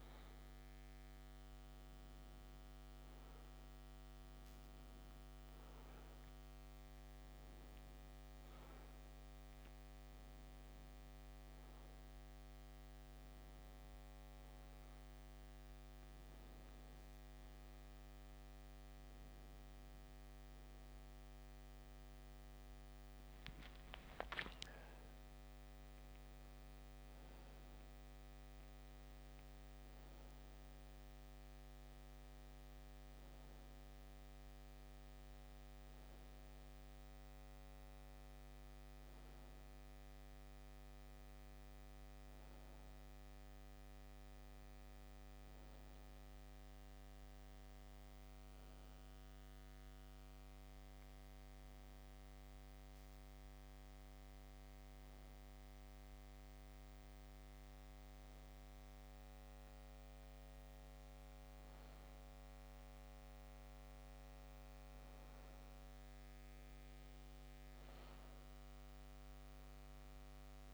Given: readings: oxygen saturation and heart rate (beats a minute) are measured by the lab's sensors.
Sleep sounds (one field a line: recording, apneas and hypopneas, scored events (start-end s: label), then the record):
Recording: breathing in sleep, hard to hear, by a microphone on the trachea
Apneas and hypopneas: none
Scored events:
20.00-24.50 s: arousal
From the record:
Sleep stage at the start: N2 (light sleep)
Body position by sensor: on the back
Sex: male